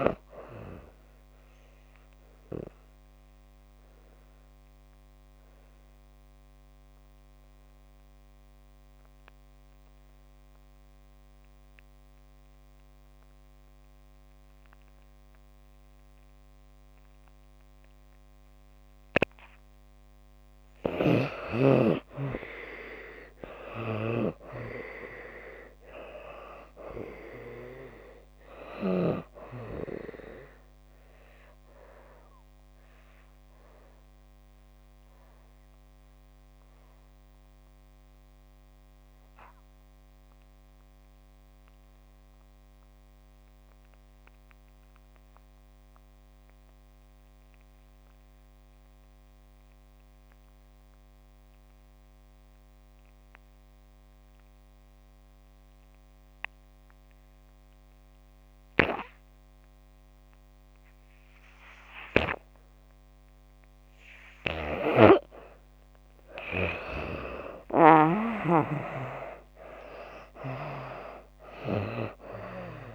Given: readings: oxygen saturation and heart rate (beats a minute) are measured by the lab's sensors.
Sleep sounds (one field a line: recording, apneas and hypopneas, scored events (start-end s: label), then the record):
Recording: breathing in sleep by a microphone on the trachea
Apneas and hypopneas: 2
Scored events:
0.00-21.00 s: oxygen desaturation (device-marked, oxygen 92% before, 70% lowest)
1.00-19.50 s: obstructive apnea (oxygen 92% before, 68% lowest)
22.00-25.50 s: arousal
23.00-51.00 s: oxygen desaturation (device-marked, oxygen 92% before, 68% lowest)
31.50-63.50 s: obstructive apnea (oxygen 92% before, 62% lowest)
53.00-72.95 s: oxygen desaturation (device-marked, oxygen 95% before, 62% lowest)
66.50-70.00 s: arousal
From the record:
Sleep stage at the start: N2 (light sleep)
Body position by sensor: on the back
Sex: female